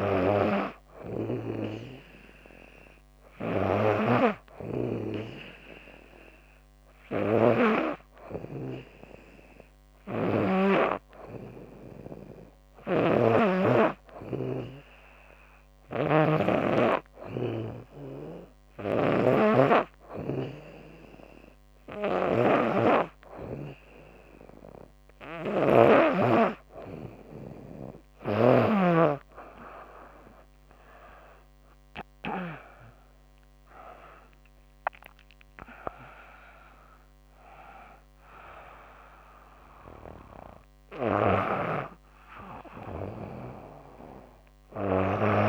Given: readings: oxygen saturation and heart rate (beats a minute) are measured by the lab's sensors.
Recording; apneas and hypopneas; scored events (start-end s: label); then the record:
breathing in sleep by a microphone on the trachea; 1
0.00-10.00 s: snoring (device-marked)
12.00-32.00 s: snoring (device-marked)
13.50-26.00 s: hypopnea (oxygen 99% before, 96% lowest, heart rate 76 before, 74 extreme, up 10 after)
30.00-33.50 s: arousal
40.50-45.49 s: snoring (device-marked)
From the record:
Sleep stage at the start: N2 (light sleep); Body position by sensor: on the back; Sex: female